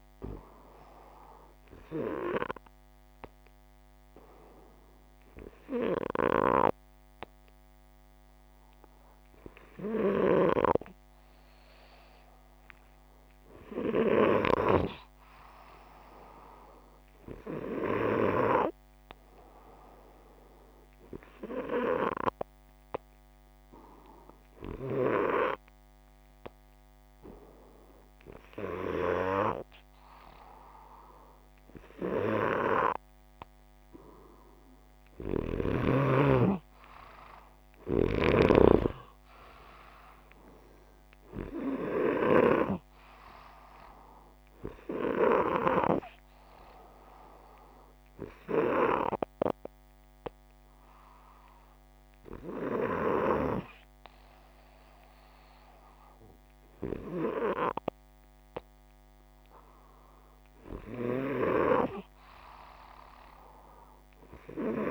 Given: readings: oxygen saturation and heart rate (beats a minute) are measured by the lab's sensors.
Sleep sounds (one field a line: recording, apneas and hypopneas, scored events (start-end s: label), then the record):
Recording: breathing in sleep by a microphone on the trachea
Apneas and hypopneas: none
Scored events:
none scored
From the record:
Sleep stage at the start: N2 (light sleep)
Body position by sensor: upright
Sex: male